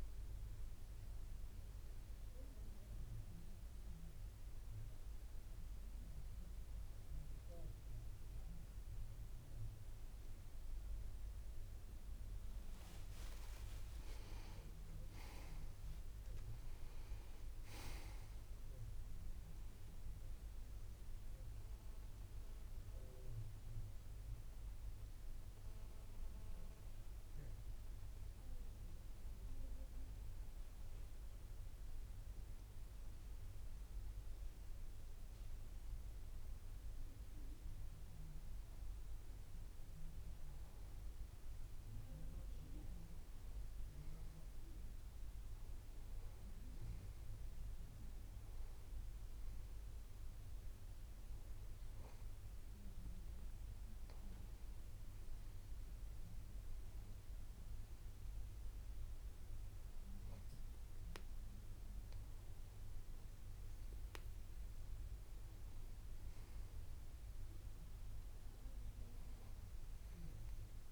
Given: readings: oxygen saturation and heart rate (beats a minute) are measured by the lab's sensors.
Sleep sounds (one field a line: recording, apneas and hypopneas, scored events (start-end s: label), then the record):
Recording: breathing in sleep, hard to hear, by a room microphone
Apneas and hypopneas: none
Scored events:
13.50-17.00 s: arousal
66.00-69.00 s: arousal
From the record:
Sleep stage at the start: N2 (light sleep)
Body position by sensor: on the back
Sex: male